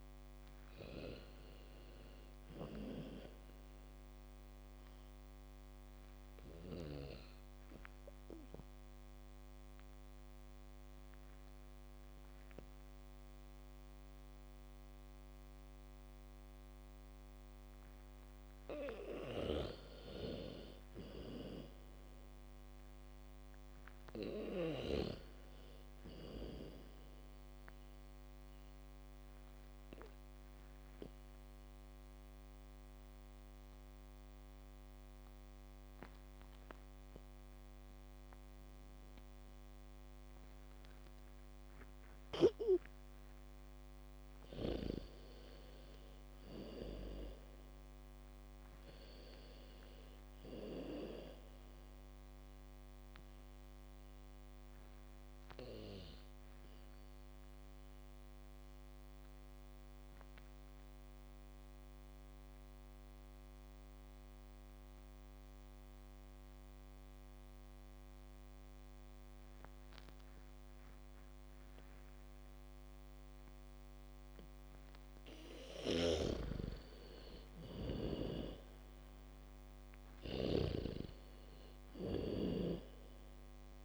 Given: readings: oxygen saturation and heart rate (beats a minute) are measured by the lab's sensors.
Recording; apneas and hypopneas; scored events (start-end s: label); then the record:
breathing in sleep by a microphone on the trachea; 3
2.50-17.50 s: oxygen desaturation (device-marked, oxygen 97% before, 92% lowest, heart rate 76 before, 70 extreme)
6.50-17.50 s: obstructive apnea (oxygen 97% before, 89% lowest, heart rate 75 before, 70 extreme)
20.50-24.00 s: arousal
24.50-38.50 s: oxygen desaturation (device-marked, oxygen 97% before, 92% lowest, heart rate 76 before, 45 extreme)
29.00-43.00 s: obstructive apnea (oxygen 97% before, 88% lowest, heart rate 74 before, 45 extreme)
43.50-52.50 s: bradycardia (device-marked, heart rate 79 before, 45 extreme)
44.00-48.50 s: arousal
48.50-65.50 s: oxygen desaturation (device-marked, oxygen 96% before, 89% lowest, heart rate 74 before, 55 extreme)
55.50-74.50 s: obstructive apnea (oxygen 96% before, 86% lowest, heart rate 64 before, 55 extreme)
74.50-81.50 s: bradycardia (device-marked, heart rate 78 before, 55 extreme)
76.00-81.00 s: snoring (device-marked)
77.00-80.50 s: arousal
79.50-83.85 s: oxygen desaturation (device-marked, oxygen 98% before, 88% lowest, heart rate 71 before, 32 extreme)
From the record:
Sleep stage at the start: N2 (light sleep); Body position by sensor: on the back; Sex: female